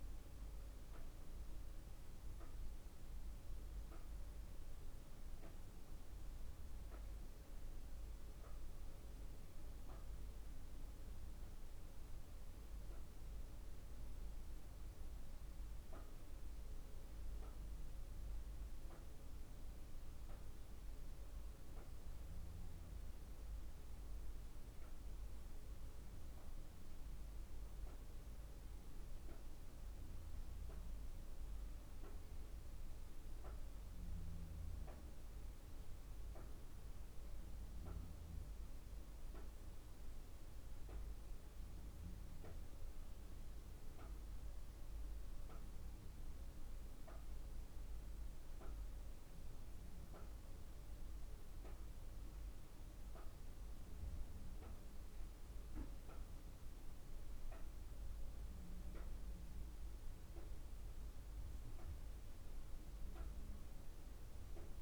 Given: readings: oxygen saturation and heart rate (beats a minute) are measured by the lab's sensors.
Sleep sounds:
breathing in sleep, hard to hear, by a room microphone; none
50.50-64.50 s: drop in pulse transit time (device-marked, heart rate 50 before, 51 extreme)
From the record:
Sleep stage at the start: N2 (light sleep); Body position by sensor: on the back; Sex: female

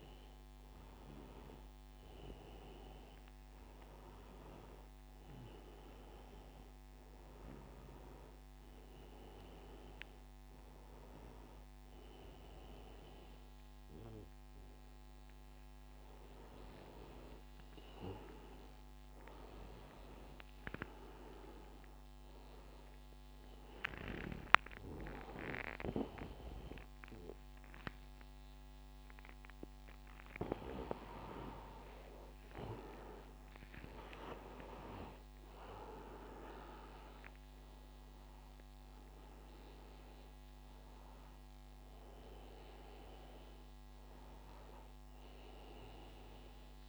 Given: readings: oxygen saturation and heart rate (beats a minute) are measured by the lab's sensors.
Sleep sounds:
breathing in sleep by a microphone on the trachea; none
25.00-29.50 s: arousal
28.00-30.00 s: long interval between heartbeats (device-marked, heart rate 98 before, 110 extreme)
From the record:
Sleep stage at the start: N1 (lightest sleep); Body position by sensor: on the back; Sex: male

